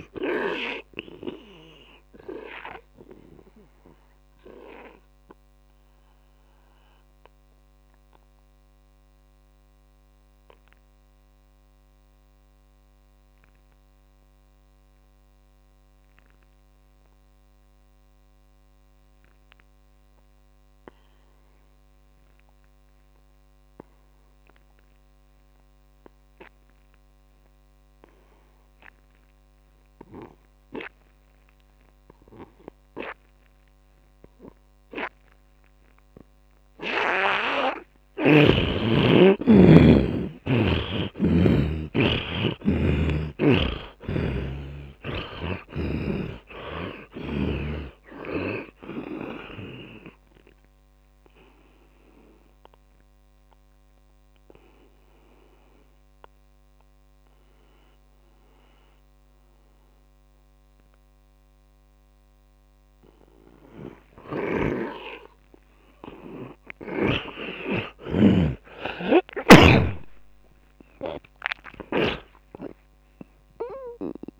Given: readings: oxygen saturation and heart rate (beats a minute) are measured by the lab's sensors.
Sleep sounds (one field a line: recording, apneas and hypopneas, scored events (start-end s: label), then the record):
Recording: breathing in sleep by a microphone on the trachea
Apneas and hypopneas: 2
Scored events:
0.00-16.00 s: oxygen desaturation (device-marked, oxygen 80% lowest)
3.50-38.00 s: obstructive apnea (oxygen 100% before, 78% lowest)
29.00-68.00 s: oxygen desaturation (device-marked, oxygen 99% before, 78% lowest)
40.00-44.50 s: arousal
52.00-65.50 s: obstructive apnea (oxygen 99% before, 78% lowest)
67.50-72.00 s: arousal
From the record:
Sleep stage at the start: N2 (light sleep)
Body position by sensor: on the right side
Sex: male